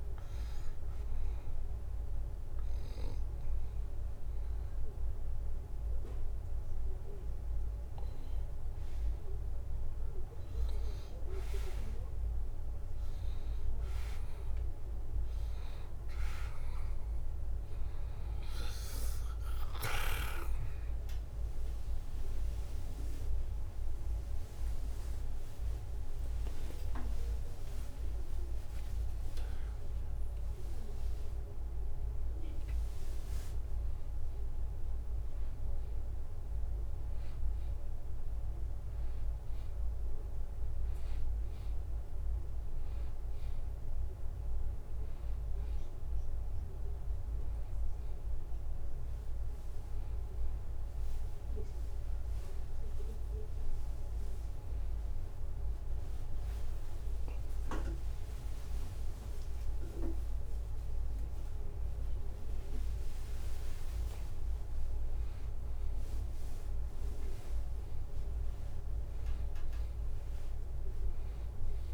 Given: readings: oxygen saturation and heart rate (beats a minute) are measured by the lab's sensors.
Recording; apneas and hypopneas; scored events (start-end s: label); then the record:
breathing in sleep by a room microphone; 1
1.50-11.50 s: obstructive apnea (oxygen 94% before, 89% lowest, heart rate 79 before, 78 extreme, up 1 after)
20.50-40.50 s: oxygen desaturation (device-marked, oxygen 93% before, 89% lowest, heart rate 79 before, 77 extreme)
23.00-27.00 s: arousal
24.50-37.50 s: drop in pulse transit time (device-marked, heart rate 79 before, 82 extreme)
36.50-38.50 s: long interval between heartbeats (device-marked, heart rate 84 before, 81 extreme)
From the record:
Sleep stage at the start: N2 (light sleep); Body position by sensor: on the back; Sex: male